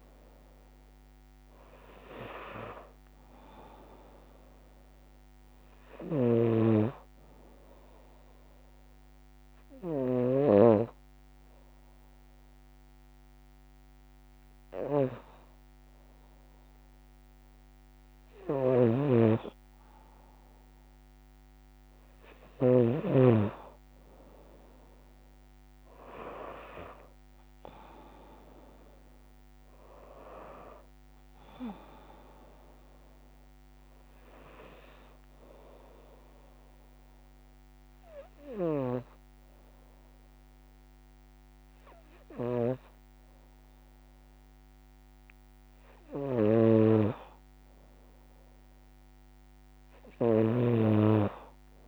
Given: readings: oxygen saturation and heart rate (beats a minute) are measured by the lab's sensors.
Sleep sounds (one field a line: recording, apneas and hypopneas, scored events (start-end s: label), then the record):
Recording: breathing in sleep by a microphone on the trachea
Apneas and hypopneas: 2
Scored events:
0.00-2.00 s: arousal
3.00-21.00 s: oxygen desaturation (device-marked, oxygen 96% before, 92% lowest, heart rate 60 before, 57 extreme)
7.00-18.00 s: obstructive apnea (oxygen 97% before, 92% lowest, heart rate 60 before, 57 extreme, up 2 after)
18.00-22.50 s: snoring (device-marked)
23.50-28.00 s: arousal
29.00-46.00 s: oxygen desaturation (device-marked, oxygen 95% before, 92% lowest, heart rate 61 before, 57 extreme)
35.00-45.00 s: obstructive apnea (oxygen 95% before, 92% lowest, heart rate 61 before, 57 extreme, up 4 after)
45.50-50.00 s: snoring (device-marked)
From the record:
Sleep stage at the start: N2 (light sleep)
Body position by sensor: on the left side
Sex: female